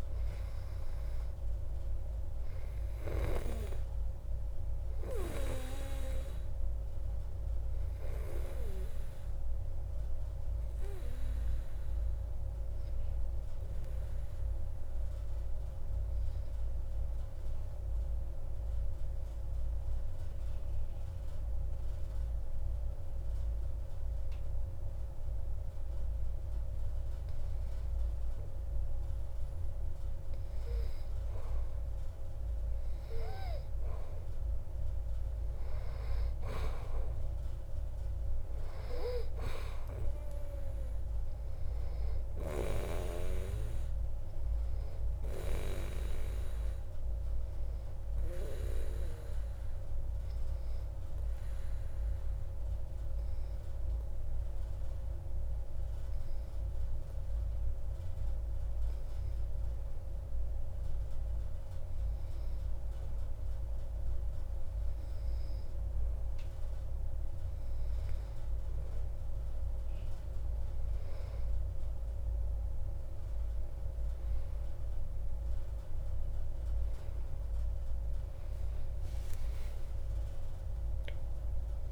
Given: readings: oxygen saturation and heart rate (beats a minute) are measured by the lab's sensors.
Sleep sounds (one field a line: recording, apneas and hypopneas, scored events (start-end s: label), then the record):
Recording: breathing in sleep by a room microphone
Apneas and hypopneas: 2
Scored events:
0.00-25.00 s: oxygen desaturation (device-marked, oxygen 92% lowest)
13.00-30.50 s: obstructive apnea (oxygen 97% before, 92% lowest)
34.50-38.50 s: arousal
38.00-60.00 s: oxygen desaturation (device-marked, oxygen 96% before, 92% lowest)
50.50-68.00 s: obstructive apnea (oxygen 96% before, 92% lowest)
75.00-81.92 s: new sleep stage, awake
From the record:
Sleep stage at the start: N2 (light sleep)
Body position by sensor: on the back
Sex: male